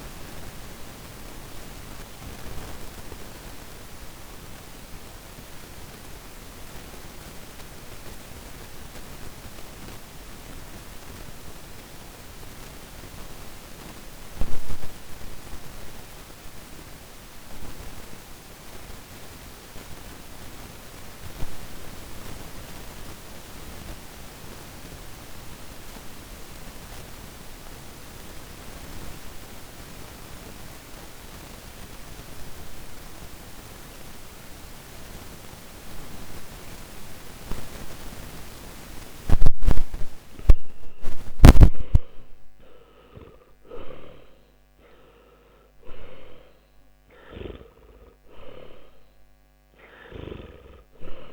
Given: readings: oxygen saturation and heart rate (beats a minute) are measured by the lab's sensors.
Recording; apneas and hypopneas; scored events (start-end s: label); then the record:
breathing in sleep by a microphone on the trachea; 1
0.00-26.50 s: oxygen desaturation (device-marked, oxygen 75% lowest, heart rate 49 extreme)
1.00-39.00 s: obstructive apnea (oxygen 98% before, 75% lowest, heart rate 66 before, 50 extreme, up 17 after)
41.00-45.00 s: arousal
45.50-51.32 s: oxygen desaturation (device-marked, oxygen 98% before, 80% lowest, heart rate 57 before, 52 extreme)
From the record:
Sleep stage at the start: N2 (light sleep); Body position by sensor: on the back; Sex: male